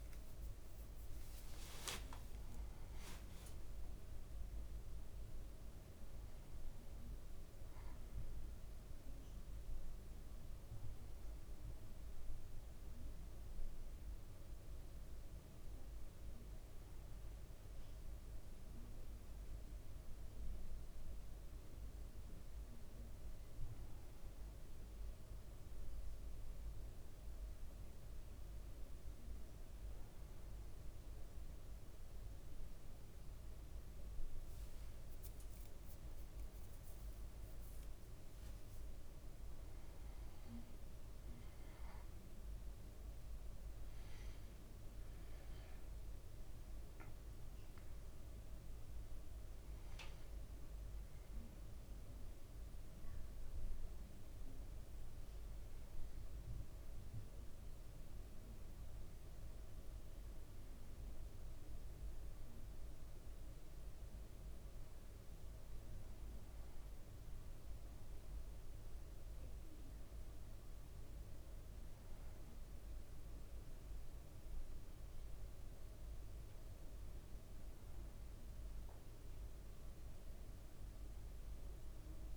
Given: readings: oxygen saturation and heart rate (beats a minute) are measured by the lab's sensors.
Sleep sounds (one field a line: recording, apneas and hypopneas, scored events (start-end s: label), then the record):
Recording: breathing in sleep, hard to hear, by a room microphone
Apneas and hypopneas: none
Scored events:
0.50-5.00 s: arousal
1.00-5.00 s: leg movement (device-marked)
40.00-44.50 s: arousal
From the record:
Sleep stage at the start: N1 (lightest sleep)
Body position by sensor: on the back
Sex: male